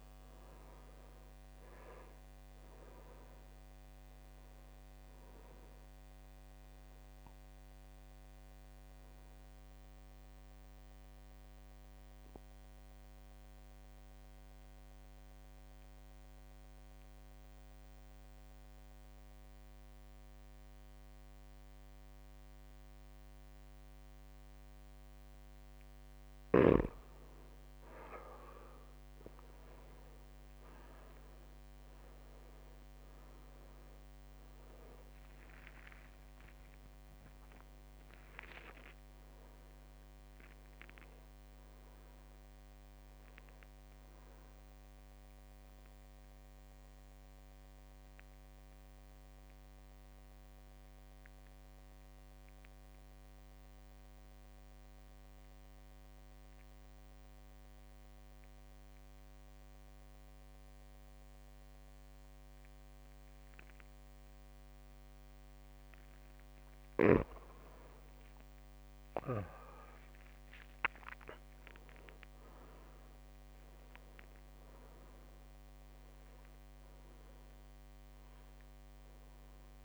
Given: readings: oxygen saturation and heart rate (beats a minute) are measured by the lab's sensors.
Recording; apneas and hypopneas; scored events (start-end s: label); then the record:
breathing in sleep by a microphone on the trachea; 2
7.00-26.00 s: mixed apnea (oxygen 99% before, 93% lowest, heart rate 51 before, 49 extreme, up 2 after)
7.50-27.50 s: oxygen desaturation (device-marked, oxygen 99% before, 93% lowest, heart rate 51 before, 49 extreme)
33.00-37.00 s: arousal
36.00-38.00 s: long interval between heartbeats (device-marked, heart rate 51 before, 59 extreme)
36.50-52.50 s: drop in pulse transit time (device-marked, heart rate 51 before, 49 extreme)
39.00-41.00 s: long interval between heartbeats (device-marked, heart rate 53 before, 78 extreme)
40.50-65.50 s: oxygen desaturation (device-marked, oxygen 99% before, 93% lowest, heart rate 56 before, 49 extreme)
47.50-66.00 s: mixed apnea (oxygen 99% before, 92% lowest, heart rate 60 before, 49 extreme, up 11 after)
69.00-73.00 s: arousal
70.00-72.00 s: long interval between heartbeats (device-marked, heart rate 51 before, 60 extreme)
72.50-79.85 s: drop in pulse transit time (device-marked, heart rate 52 before, 49 extreme)
From the record:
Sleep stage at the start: N2 (light sleep); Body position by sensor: on the back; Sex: male